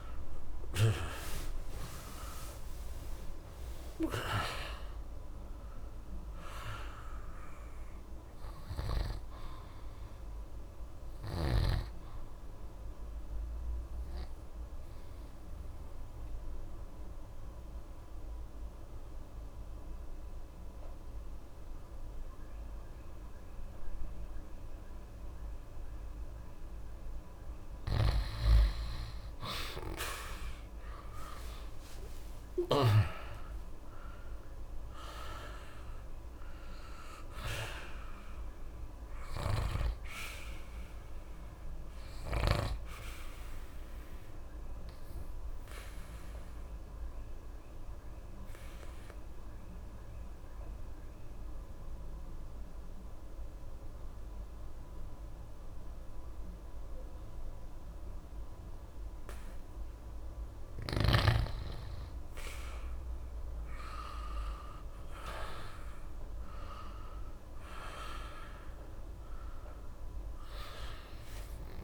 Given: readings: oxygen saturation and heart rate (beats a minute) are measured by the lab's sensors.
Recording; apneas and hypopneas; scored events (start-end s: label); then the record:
breathing in sleep by a room microphone; 2
0.00-24.50 s: oxygen desaturation (device-marked, oxygen 88% lowest)
2.00-8.00 s: arousal
13.50-26.50 s: obstructive apnea (oxygen 97% before, 87% lowest, heart rate 126 before, 62 extreme, up 33 after)
30.50-35.00 s: arousal
36.50-54.50 s: oxygen desaturation (device-marked, oxygen 97% before, 87% lowest, heart rate 70 before, 65 extreme)
42.00-60.50 s: obstructive apnea (oxygen 97% before, 87% lowest, heart rate 76 before, 65 extreme, up 1 after)
63.50-69.00 s: arousal
63.50-71.84 s: oxygen desaturation (device-marked, oxygen 97% before, 87% lowest)
From the record:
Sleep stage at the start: N2 (light sleep); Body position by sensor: on the back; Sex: male